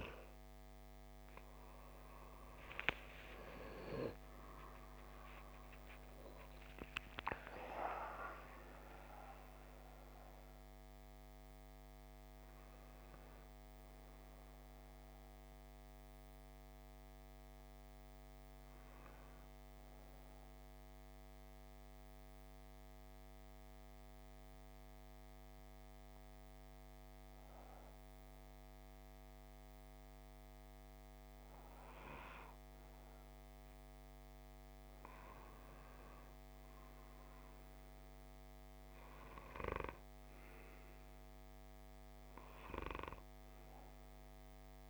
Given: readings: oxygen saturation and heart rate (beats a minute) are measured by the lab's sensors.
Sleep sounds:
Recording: breathing in sleep by a microphone on the trachea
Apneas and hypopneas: 1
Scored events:
3.50-9.00 s: arousal
22.00-32.00 s: hypopnea (oxygen 94% before, 91% lowest)
33.50-37.50 s: arousal
43.50-44.90 s: oxygen desaturation (device-marked, oxygen 97% before, 91% lowest)
From the record:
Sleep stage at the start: N2 (light sleep)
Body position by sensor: on the left side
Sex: male

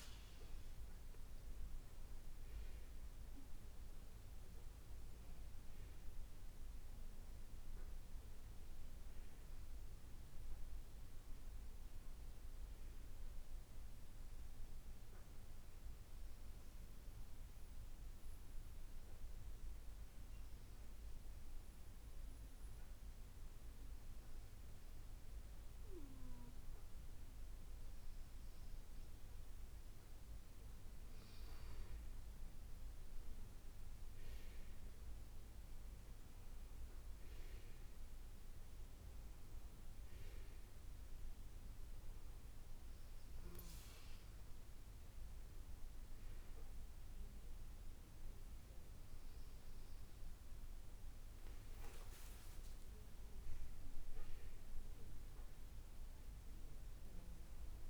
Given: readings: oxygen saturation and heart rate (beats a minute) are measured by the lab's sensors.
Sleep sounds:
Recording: breathing in sleep, hard to hear, by a room microphone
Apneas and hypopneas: 1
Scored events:
16.00-29.50 s: obstructive apnea (oxygen 95% before, 94% lowest, heart rate 68 before, 66 extreme, up 6 after)
48.00-57.89 s: new sleep stage, awake
From the record:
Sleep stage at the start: N2 (light sleep)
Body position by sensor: on the back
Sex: female

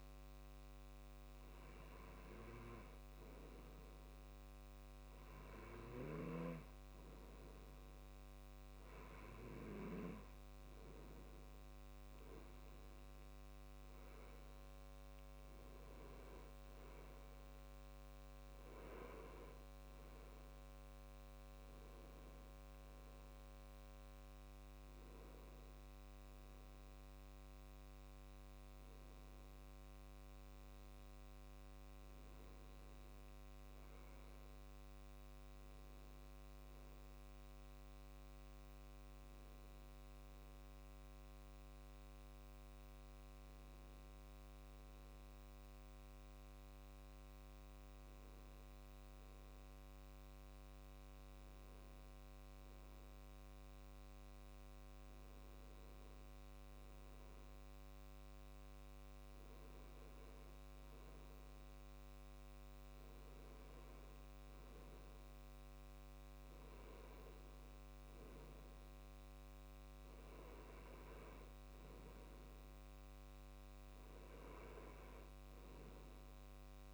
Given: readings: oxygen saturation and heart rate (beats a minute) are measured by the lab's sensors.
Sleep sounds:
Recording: breathing in sleep, hard to hear, by a microphone on the trachea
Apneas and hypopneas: none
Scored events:
none scored
From the record:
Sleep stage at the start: N2 (light sleep)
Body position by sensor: on the left side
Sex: male

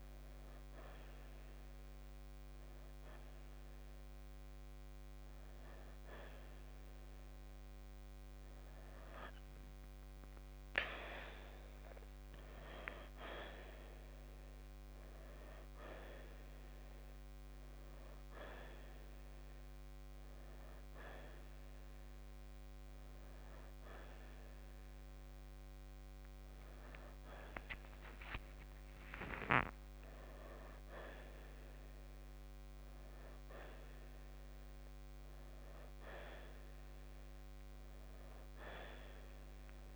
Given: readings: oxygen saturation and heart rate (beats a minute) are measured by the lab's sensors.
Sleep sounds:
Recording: a person awake in a sleep study, by a microphone on the trachea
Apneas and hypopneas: none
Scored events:
1.50-14.50 s: oxygen desaturation (device-marked, oxygen 96% before, 92% lowest, heart rate 74 before, 65 extreme)
From the record:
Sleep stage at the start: awake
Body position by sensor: on the right side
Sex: male

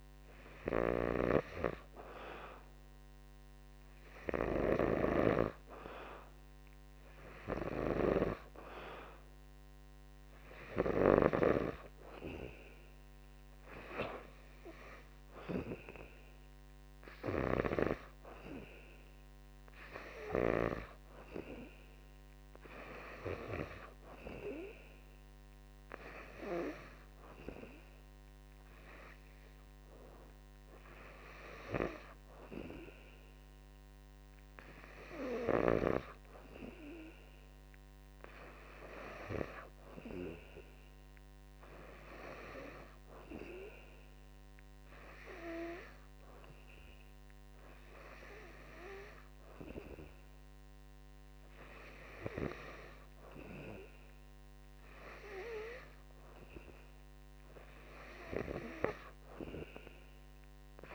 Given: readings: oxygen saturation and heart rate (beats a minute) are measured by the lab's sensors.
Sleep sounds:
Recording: breathing in sleep by a microphone on the trachea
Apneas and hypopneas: none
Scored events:
none scored
From the record:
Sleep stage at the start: N2 (light sleep)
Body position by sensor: on the back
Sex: male

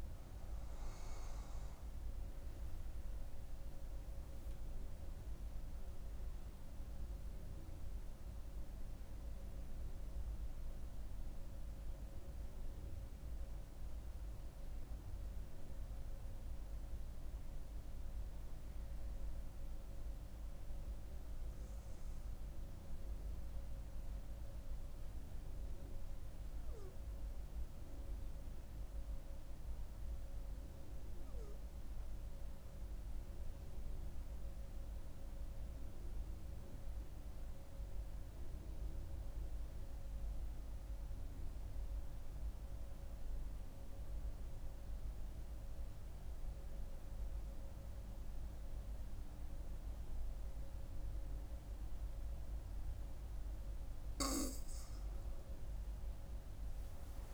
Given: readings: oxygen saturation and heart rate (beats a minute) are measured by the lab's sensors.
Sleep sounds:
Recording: breathing in sleep, hard to hear, by a room microphone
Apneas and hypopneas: 1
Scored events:
0.00-21.50 s: oxygen desaturation (device-marked, oxygen 92% lowest, heart rate 64 extreme)
25.00-53.00 s: mixed apnea (oxygen 98% before, 92% lowest, heart rate 72 before, 64 extreme, up 7 after)
49.50-57.34 s: oxygen desaturation (device-marked, oxygen 98% before, 92% lowest, heart rate 67 before, 64 extreme)
55.50-57.34 s: arousal
From the record:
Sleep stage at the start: N2 (light sleep)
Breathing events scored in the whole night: 398 in 5.7 hours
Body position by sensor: on the right side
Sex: female

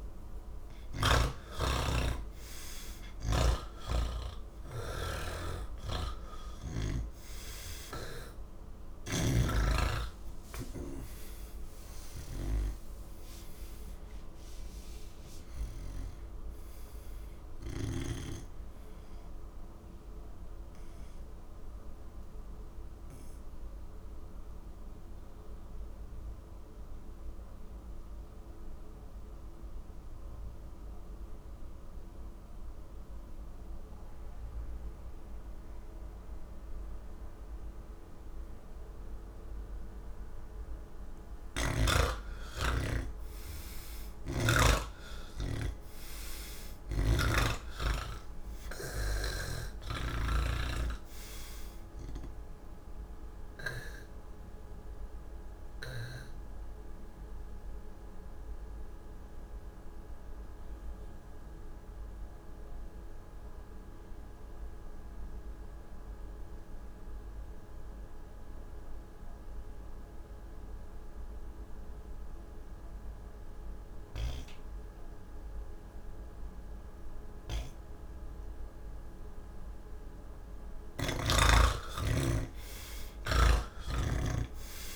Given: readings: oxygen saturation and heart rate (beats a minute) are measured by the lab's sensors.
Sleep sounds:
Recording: breathing in sleep by a room microphone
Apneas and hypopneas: none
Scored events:
3.00-6.50 s: snoring (device-marked)
10.00-37.00 s: oxygen desaturation (device-marked, oxygen 91% before, 83% lowest, heart rate 77 before, 76 extreme)
41.00-44.50 s: snoring (device-marked)
50.00-70.00 s: oxygen desaturation (device-marked, oxygen 92% before, 82% lowest, heart rate 99 before, 69 extreme)
From the record:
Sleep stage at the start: N1 (lightest sleep)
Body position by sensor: on the back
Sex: male

